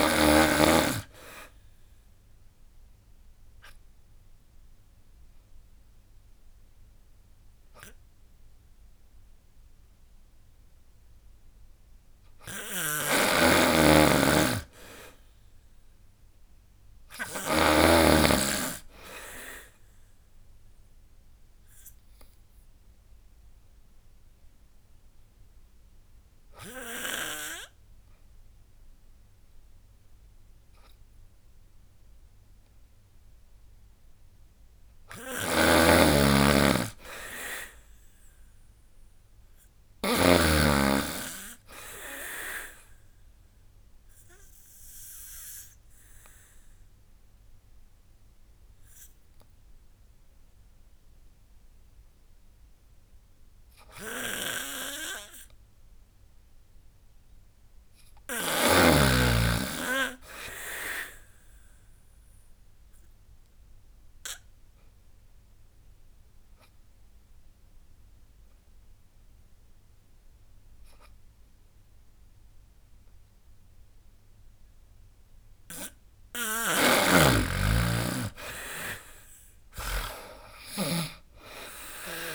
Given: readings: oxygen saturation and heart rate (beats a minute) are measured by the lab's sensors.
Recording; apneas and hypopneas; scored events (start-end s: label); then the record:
breathing in sleep by a room microphone; 4
0.00-11.00 s: oxygen desaturation (device-marked, oxygen 98% before, 94% lowest, heart rate 75 before, 71 extreme)
1.00-11.00 s: obstructive apnea (oxygen 98% before, 93% lowest, heart rate 75 before, 71 extreme, up 3 after)
12.50-17.50 s: snoring (device-marked)
13.00-16.50 s: arousal
15.00-25.00 s: drop in pulse transit time (device-marked, heart rate 77 before, 73 extreme)
20.50-33.50 s: obstructive apnea (oxygen 98% before, 92% lowest, heart rate 77 before, 64 extreme, up 11 after)
22.00-35.00 s: oxygen desaturation (device-marked, oxygen 97% before, 93% lowest, heart rate 77 before, 64 extreme)
35.00-40.00 s: snoring (device-marked)
36.50-39.50 s: arousal
38.00-48.00 s: drop in pulse transit time (device-marked, heart rate 75 before, 73 extreme)
42.50-55.00 s: obstructive apnea (oxygen 97% before, 92% lowest, heart rate 75 before, 64 extreme, up 16 after)
44.00-61.00 s: oxygen desaturation (device-marked, oxygen 97% before, 93% lowest, heart rate 76 before, 64 extreme)
57.50-61.00 s: arousal
62.50-75.50 s: obstructive apnea (oxygen 97% before, 92% lowest, heart rate 74 before, 69 extreme, up 14 after)
76.00-79.50 s: snoring (device-marked)
77.50-81.00 s: arousal
79.00-82.35 s: drop in pulse transit time (device-marked, heart rate 79 before, 69 extreme)
81.00-82.35 s: oxygen desaturation (device-marked, oxygen 97% before, 92% lowest, heart rate 79 before, 69 extreme)
From the record:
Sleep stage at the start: N2 (light sleep); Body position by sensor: on the back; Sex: female